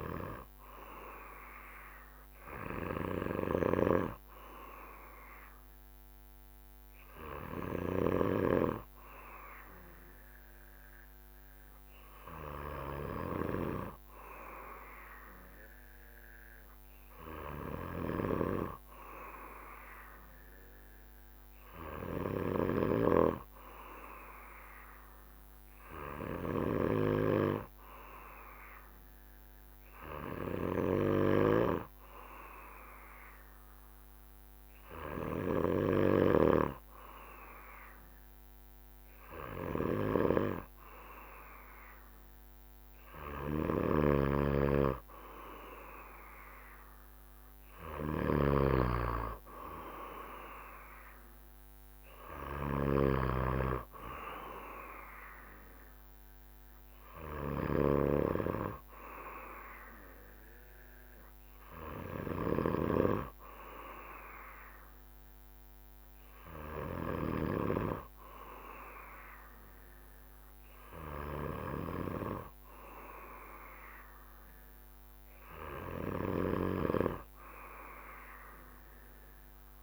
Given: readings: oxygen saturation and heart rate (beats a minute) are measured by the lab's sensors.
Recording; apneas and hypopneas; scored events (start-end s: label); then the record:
breathing in sleep by a microphone on the trachea; 1
4.50-41.50 s: hypopnea (oxygen 96% before, 95% lowest, heart rate 67 before, 65 extreme, up 3 after)
14.00-16.00 s: long interval between heartbeats (device-marked, heart rate 67 before, 74 extreme)
43.50-46.50 s: arousal
44.00-58.00 s: snoring (device-marked)
75.50-79.00 s: arousal
From the record:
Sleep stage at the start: N2 (light sleep); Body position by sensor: on the back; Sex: male